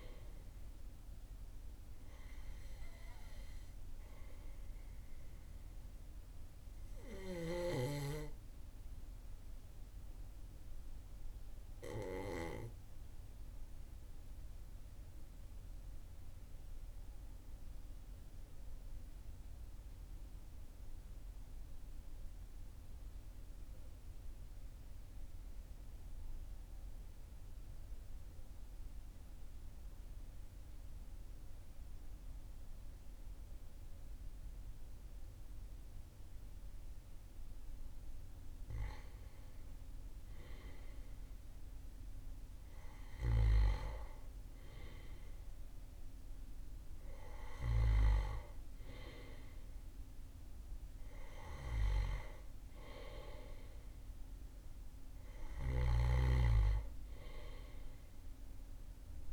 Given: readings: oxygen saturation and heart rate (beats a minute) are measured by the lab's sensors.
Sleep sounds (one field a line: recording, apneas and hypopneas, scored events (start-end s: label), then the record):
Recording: breathing in sleep by a room microphone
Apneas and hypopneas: 1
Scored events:
1.00-22.00 s: oxygen desaturation (device-marked, oxygen 96% before, 93% lowest, heart rate 42 before, 39 extreme)
10.00-38.00 s: obstructive apnea (oxygen 96% before, 93% lowest, heart rate 42 before, 39 extreme, up 1 after)
40.00-44.00 s: arousal
51.00-59.33 s: oxygen desaturation (device-marked, oxygen 98% before, 94% lowest, heart rate 41 before, 37 extreme)
55.00-59.33 s: snoring (device-marked)
From the record:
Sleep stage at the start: N2 (light sleep)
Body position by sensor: on the back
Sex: male